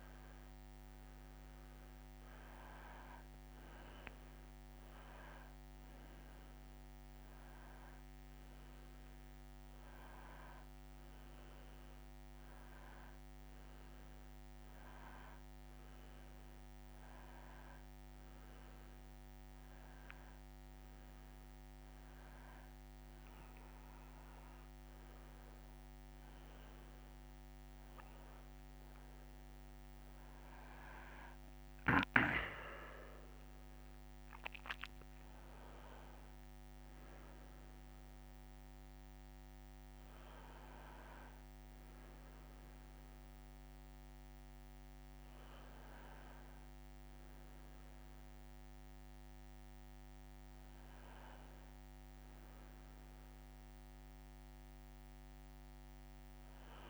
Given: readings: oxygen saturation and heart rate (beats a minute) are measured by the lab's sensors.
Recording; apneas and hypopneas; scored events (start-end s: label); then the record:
breathing in sleep, hard to hear, by a microphone on the trachea; none
none scored
From the record:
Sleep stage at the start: N2 (light sleep); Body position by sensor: on the back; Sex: male